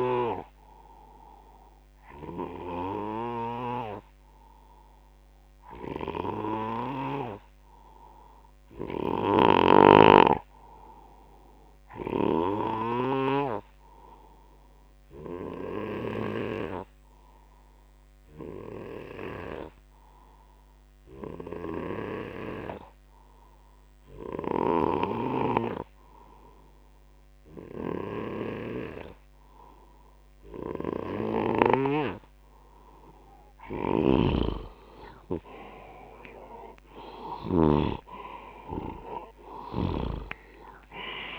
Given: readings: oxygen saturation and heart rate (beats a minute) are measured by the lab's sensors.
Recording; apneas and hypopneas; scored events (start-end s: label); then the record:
breathing in sleep by a microphone on the trachea; 1
9.00-13.50 s: snoring (device-marked)
9.50-38.50 s: oxygen desaturation (device-marked, oxygen 97% before, 92% lowest, heart rate 79 before, 72 extreme)
15.50-30.50 s: obstructive apnea (oxygen 98% before, 90% lowest, heart rate 76 before, 73 extreme, up 5 after)
34.00-37.50 s: snoring (device-marked)
37.00-40.50 s: arousal
39.50-41.39 s: snoring (device-marked)
From the record:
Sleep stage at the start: N2 (light sleep); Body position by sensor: on the back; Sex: male